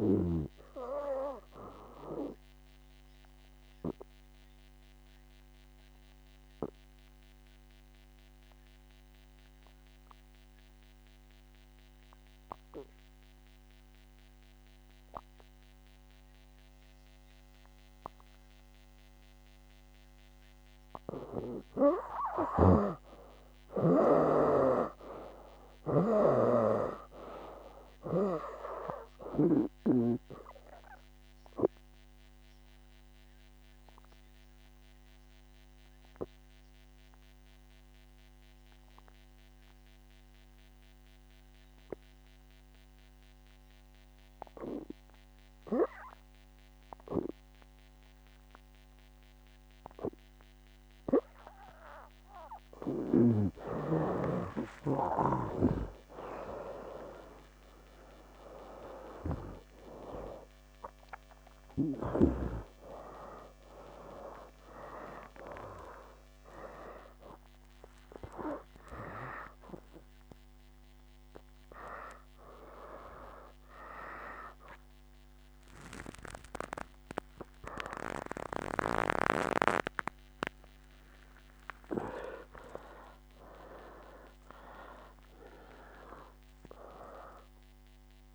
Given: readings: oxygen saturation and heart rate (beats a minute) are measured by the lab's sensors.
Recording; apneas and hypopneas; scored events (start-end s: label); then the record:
a person partly awake in a sleep study, by a microphone on the trachea; 2
0.00-18.00 s: oxygen desaturation (device-marked, oxygen 78% lowest, heart rate 66 extreme)
3.00-21.00 s: obstructive apnea (oxygen 97% before, 78% lowest, heart rate 70 before, 66 extreme, up 2 after)
23.50-26.50 s: arousal
31.00-48.00 s: oxygen desaturation (device-marked, oxygen 98% before, 81% lowest, heart rate 68 before, 64 extreme)
31.00-52.50 s: obstructive apnea (oxygen 99% before, 81% lowest, heart rate 68 before, 64 extreme, up 11 after)
59.00-88.35 s: new sleep stage, awake
61.00-88.35 s: oxygen desaturation (device-marked, oxygen 95% before, 83% lowest, heart rate 67 before, 75 extreme)
75.00-77.00 s: long interval between heartbeats (device-marked, heart rate 77 before, 83 extreme)
77.00-83.00 s: tachycardia (device-marked, heart rate 71 before, 105 extreme)
81.00-83.00 s: long interval between heartbeats (device-marked, heart rate 82 before, 102 extreme)
From the record:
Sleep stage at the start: N2 (light sleep); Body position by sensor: on the back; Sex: male